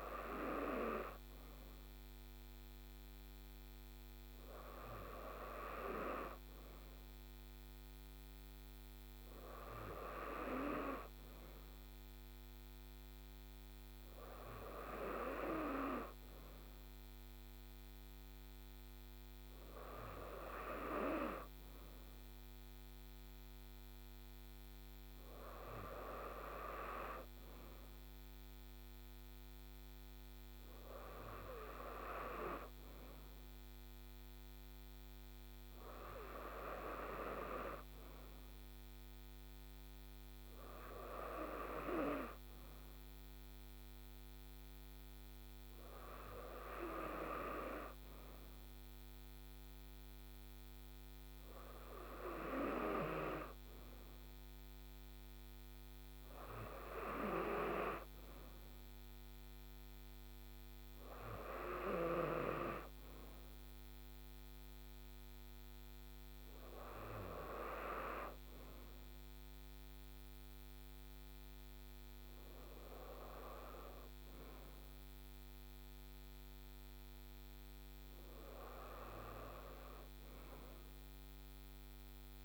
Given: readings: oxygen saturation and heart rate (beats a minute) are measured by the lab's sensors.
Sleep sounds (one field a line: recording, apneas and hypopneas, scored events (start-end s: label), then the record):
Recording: breathing in sleep by a microphone on the trachea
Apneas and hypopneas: none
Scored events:
none scored
From the record:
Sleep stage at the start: N2 (light sleep)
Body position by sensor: on the right side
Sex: female